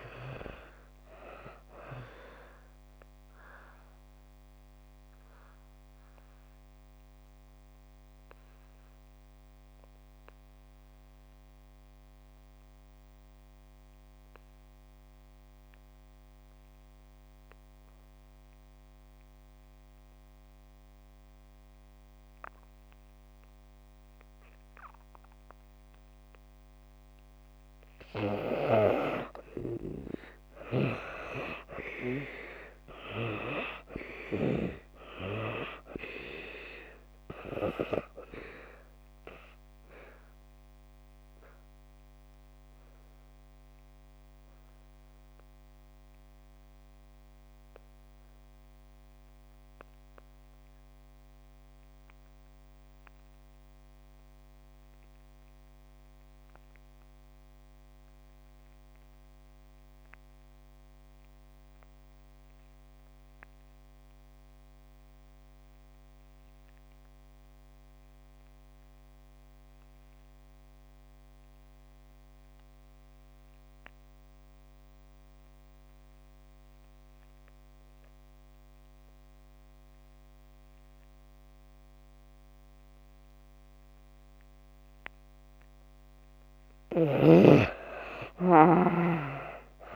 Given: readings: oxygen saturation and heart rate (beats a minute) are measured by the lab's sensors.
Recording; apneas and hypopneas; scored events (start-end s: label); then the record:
breathing in sleep by a microphone on the trachea; 2
0.00-25.00 s: oxygen desaturation (device-marked, oxygen 70% lowest)
3.00-28.00 s: obstructive apnea (oxygen 96% before, 70% lowest)
27.00-59.00 s: oxygen desaturation (device-marked, oxygen 97% before, 72% lowest)
29.50-33.00 s: arousal
39.50-85.50 s: obstructive apnea (oxygen 97% before, 61% lowest)
61.00-89.96 s: oxygen desaturation (device-marked, oxygen 96% before, 61% lowest)
87.00-89.50 s: arousal
From the record:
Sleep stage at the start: N2 (light sleep); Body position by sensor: on the back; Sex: female